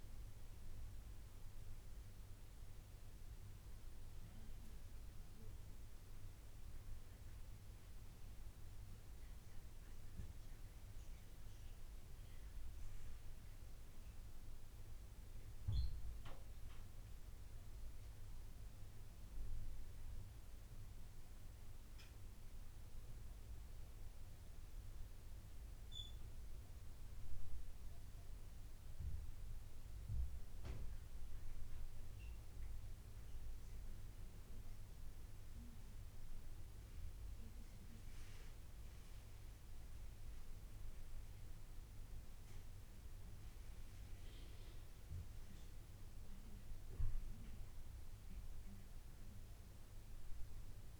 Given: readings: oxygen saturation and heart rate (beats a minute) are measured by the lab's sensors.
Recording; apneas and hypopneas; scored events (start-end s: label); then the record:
breathing in sleep, hard to hear, by a room microphone; 1
21.00-32.00 s: central apnea (oxygen 96% before, 92% lowest, heart rate 79 before, 75 extreme, up 9 after)
33.50-37.00 s: arousal
43.00-51.00 s: oxygen desaturation (device-marked, oxygen 95% before, 92% lowest, heart rate 80 before, 81 extreme)
From the record:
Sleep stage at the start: N2 (light sleep); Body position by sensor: on the right side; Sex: male